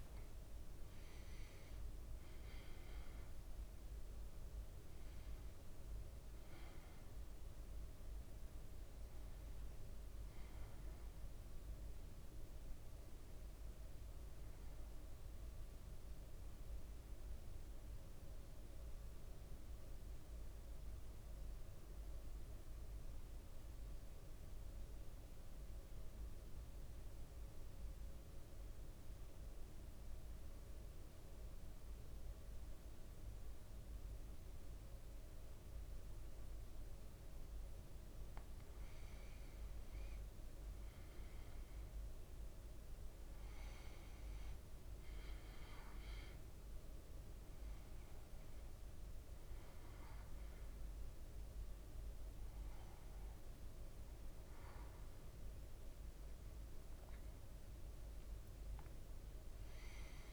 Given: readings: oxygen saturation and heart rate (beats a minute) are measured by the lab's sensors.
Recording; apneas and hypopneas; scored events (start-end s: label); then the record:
breathing in sleep, hard to hear, by a room microphone; 1
0.00-5.00 s: arousal
20.00-37.50 s: central apnea (oxygen 99% before, 95% lowest, heart rate 59 before, 57 extreme, up 3 after)
40.00-44.50 s: arousal
42.00-60.33 s: oxygen desaturation (device-marked, oxygen 99% before, 95% lowest, heart rate 57 before, 57 extreme)
From the record:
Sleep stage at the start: N2 (light sleep); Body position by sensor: on the back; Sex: male